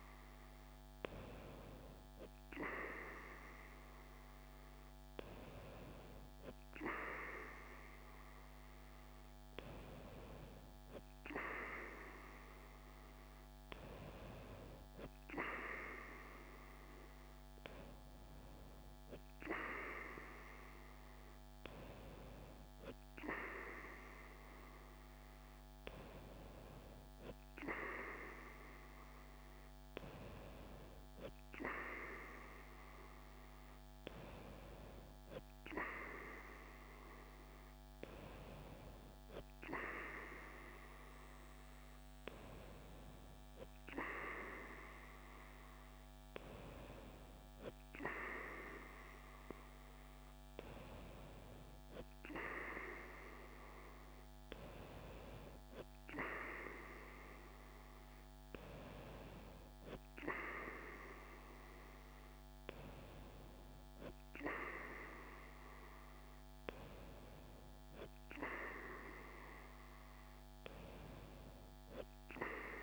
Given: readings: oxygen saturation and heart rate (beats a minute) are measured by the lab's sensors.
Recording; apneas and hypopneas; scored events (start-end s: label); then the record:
breathing in sleep by a microphone on the trachea; none
none scored
From the record:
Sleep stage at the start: N2 (light sleep); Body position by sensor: on the right side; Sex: female